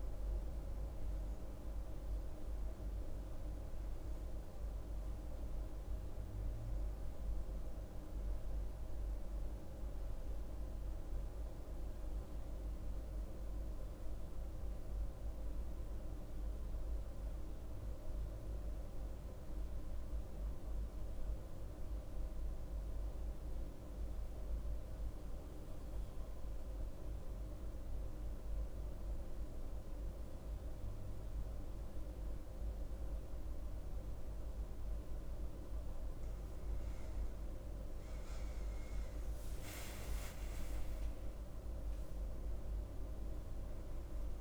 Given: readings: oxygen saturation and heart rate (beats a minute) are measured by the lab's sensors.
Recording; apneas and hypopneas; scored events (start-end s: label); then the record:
breathing in sleep, hard to hear, by a room microphone; 1
1.00-44.41 s: new sleep stage, N2 (light sleep)
13.50-35.00 s: mixed apnea (oxygen 99% before, 91% lowest, heart rate 86 before, 68 extreme, up 11 after)
33.00-44.41 s: oxygen desaturation (device-marked, oxygen 98% before, 91% lowest, heart rate 73 before, 69 extreme)
37.00-41.00 s: arousal
From the record:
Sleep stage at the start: N1 (lightest sleep); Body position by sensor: on the right side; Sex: female